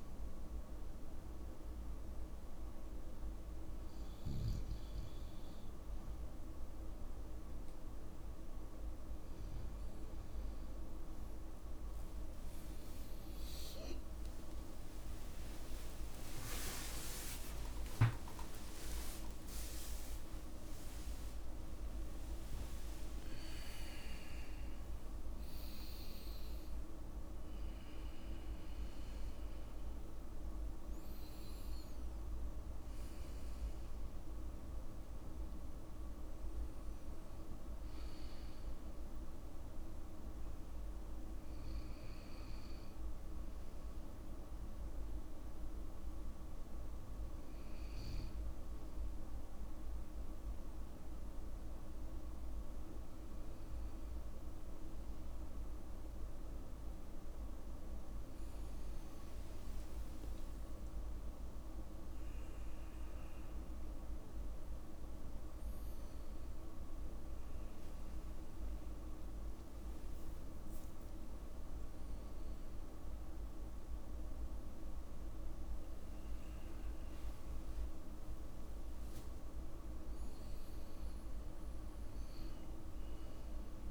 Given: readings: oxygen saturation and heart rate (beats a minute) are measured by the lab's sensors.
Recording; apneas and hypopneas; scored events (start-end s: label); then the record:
a person awake in a sleep study, hard to hear, by a room microphone; none
13.50-15.50 s: long interval between heartbeats (device-marked, heart rate 55 before, 73 extreme)
13.50-17.50 s: tachycardia (device-marked, heart rate 57 before, 108 extreme)
16.00-18.00 s: long interval between heartbeats (device-marked, heart rate 57 before, 99 extreme)
17.50-83.90 s: new sleep stage, awake
20.50-32.50 s: oxygen desaturation (device-marked, oxygen 95% before, 91% lowest, heart rate 70 before, 51 extreme)
23.50-25.50 s: long interval between heartbeats (device-marked, heart rate 75 before, 94 extreme)
70.00-72.00 s: long interval between heartbeats (device-marked, heart rate 54 before, 62 extreme)
76.00-78.00 s: long interval between heartbeats (device-marked, heart rate 58 before, 67 extreme)
From the record:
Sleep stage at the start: REM sleep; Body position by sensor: on the back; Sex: male